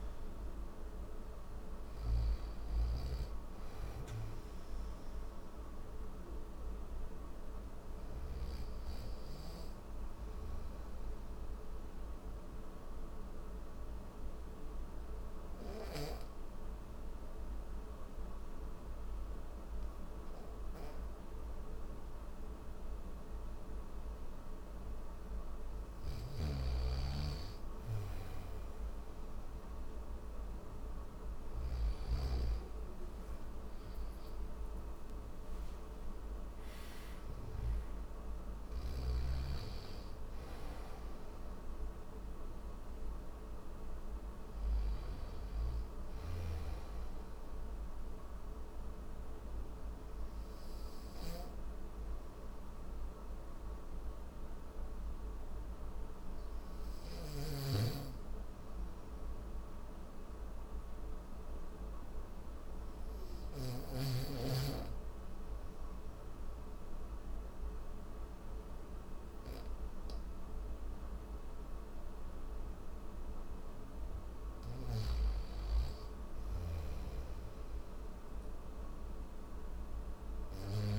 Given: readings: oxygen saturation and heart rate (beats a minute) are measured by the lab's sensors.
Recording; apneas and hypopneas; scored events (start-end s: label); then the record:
breathing in sleep by a room microphone; none
1.50-8.00 s: snoring (device-marked)
25.50-37.50 s: snoring (device-marked)
30.00-52.00 s: oxygen desaturation (device-marked, oxygen 97% before, 93% lowest, heart rate 72 before, 65 extreme)
78.00-80.99 s: oxygen desaturation (device-marked, oxygen 96% before, 92% lowest, heart rate 70 before, 64 extreme)
From the record:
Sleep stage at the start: N1 (lightest sleep); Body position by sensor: on the back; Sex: male